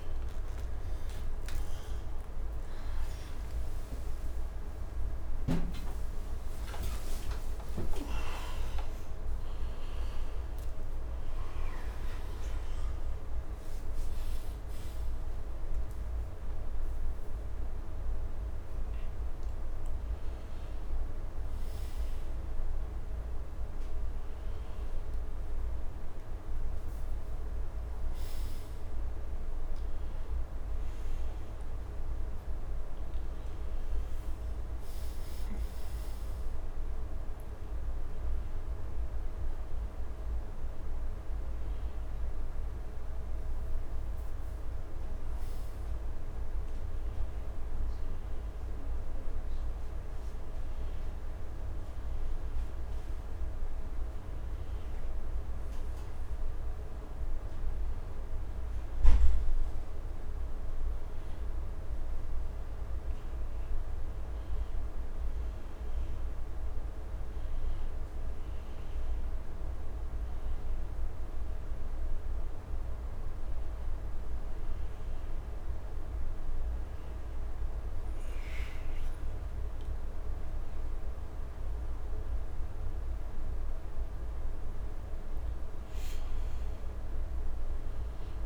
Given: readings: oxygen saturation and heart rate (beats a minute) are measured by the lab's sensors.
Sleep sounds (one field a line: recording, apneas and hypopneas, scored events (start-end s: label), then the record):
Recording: a person partly awake in a sleep study, hard to hear, by a room microphone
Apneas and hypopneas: none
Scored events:
30.00-88.46 s: new sleep stage, N1 (lightest sleep)
From the record:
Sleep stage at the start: awake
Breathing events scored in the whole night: 417 in 5.0 hours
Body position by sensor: on the right side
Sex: male